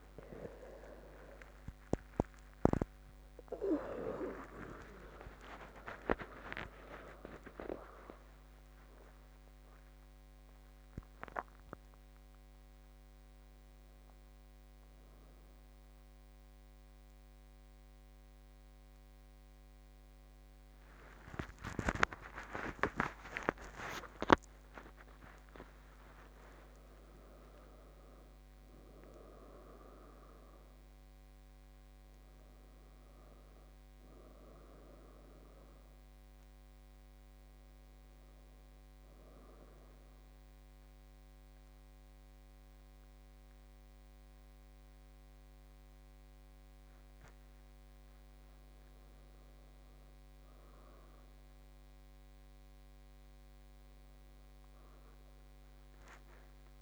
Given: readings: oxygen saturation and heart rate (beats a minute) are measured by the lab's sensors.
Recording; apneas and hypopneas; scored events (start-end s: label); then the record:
a person partly awake in a sleep study, by a microphone on the trachea; 1
17.00-47.00 s: new sleep stage, N1 (lightest sleep)
40.50-50.50 s: mixed apnea (oxygen 100% before, 96% lowest, heart rate 71 before, 66 extreme, up 3 after)
47.00-56.82 s: new sleep stage, N2 (light sleep)
52.50-56.82 s: arousal
From the record:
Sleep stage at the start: awake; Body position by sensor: on the back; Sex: female